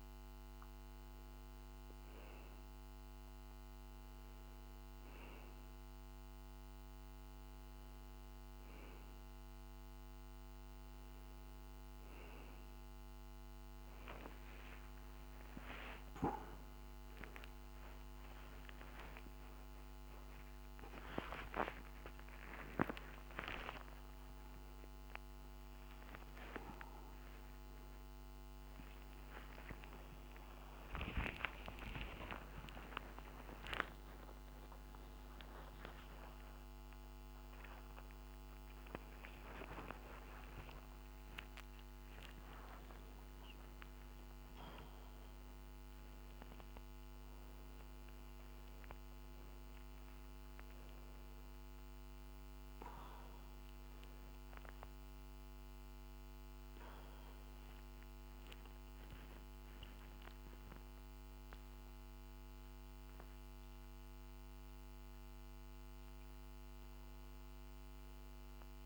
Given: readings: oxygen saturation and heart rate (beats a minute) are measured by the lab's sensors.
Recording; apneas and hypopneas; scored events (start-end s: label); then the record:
a person awake in a sleep study, by a microphone on the trachea; none
38.50-46.50 s: oxygen desaturation (device-marked, oxygen 98% before, 95% lowest, heart rate 79 before, 60 extreme)
From the record:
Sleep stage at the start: awake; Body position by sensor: upright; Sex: male